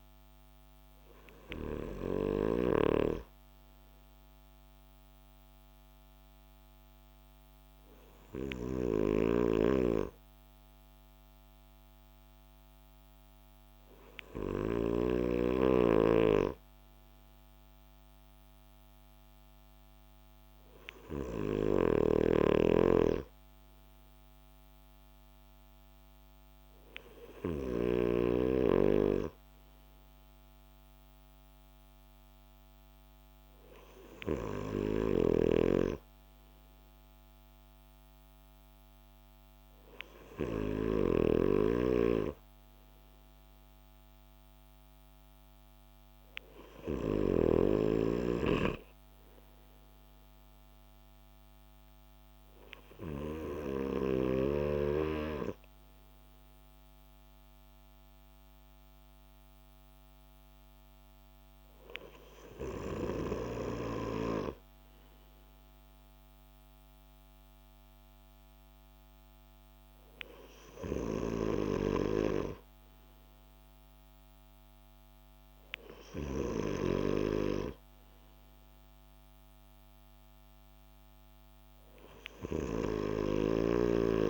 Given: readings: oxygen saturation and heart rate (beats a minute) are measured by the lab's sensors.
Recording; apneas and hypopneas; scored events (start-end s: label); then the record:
breathing in sleep by a microphone on the trachea; none
22.50-28.50 s: snoring (device-marked)
41.00-47.50 s: snoring (device-marked)
From the record:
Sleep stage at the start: N2 (light sleep); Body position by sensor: on the back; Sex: male